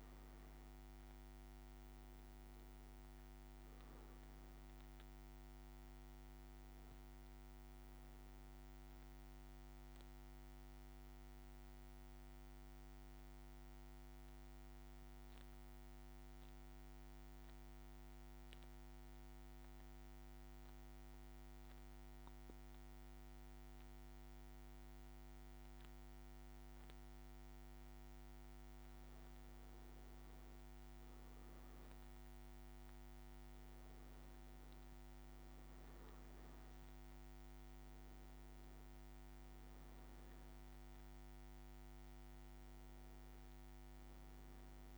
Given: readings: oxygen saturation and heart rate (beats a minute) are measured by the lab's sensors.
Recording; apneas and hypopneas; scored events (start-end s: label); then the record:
breathing in sleep, hard to hear, by a microphone on the trachea; 1
0.00-20.00 s: oxygen desaturation (device-marked, oxygen 99% before, 95% lowest, heart rate 58 before, 56 extreme)
12.00-28.50 s: central apnea (oxygen 99% before, 95% lowest, heart rate 59 before, 55 extreme, up 4 after)
32.00-35.50 s: arousal
From the record:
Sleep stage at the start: N2 (light sleep); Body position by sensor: on the back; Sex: male